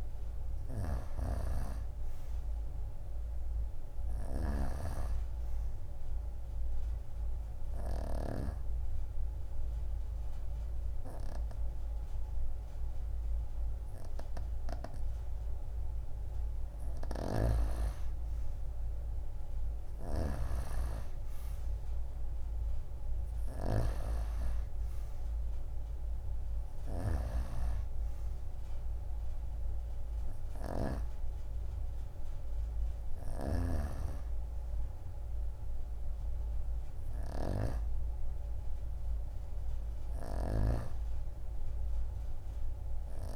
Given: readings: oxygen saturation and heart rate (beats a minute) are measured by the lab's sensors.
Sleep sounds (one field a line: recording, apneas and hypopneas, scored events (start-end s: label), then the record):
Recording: breathing in sleep by a room microphone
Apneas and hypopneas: 1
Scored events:
6.00-16.00 s: oxygen desaturation (device-marked, oxygen 93% before, 90% lowest)
6.50-17.00 s: obstructive apnea (oxygen 93% before, 88% lowest)
19.00-23.00 s: arousal
25.00-36.00 s: oxygen desaturation (device-marked, oxygen 94% before, 88% lowest)
From the record:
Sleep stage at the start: N2 (light sleep)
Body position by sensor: on the right side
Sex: female